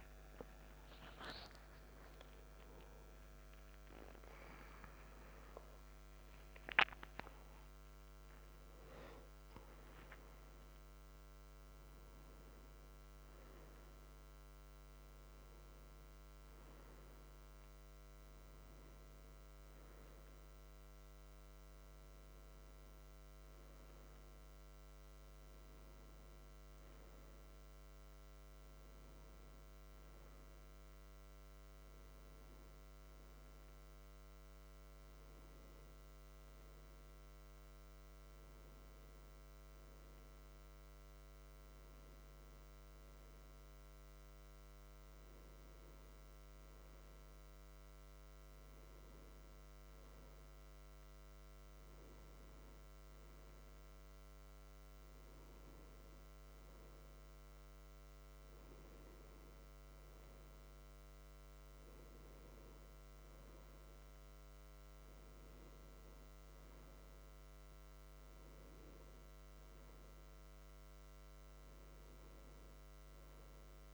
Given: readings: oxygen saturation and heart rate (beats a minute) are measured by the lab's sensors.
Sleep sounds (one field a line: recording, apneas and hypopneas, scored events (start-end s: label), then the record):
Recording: a person partly awake in a sleep study, hard to hear, by a microphone on the trachea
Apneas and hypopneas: none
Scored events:
30.00-73.94 s: new sleep stage, N1 (lightest sleep)
From the record:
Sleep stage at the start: awake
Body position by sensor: on the back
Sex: male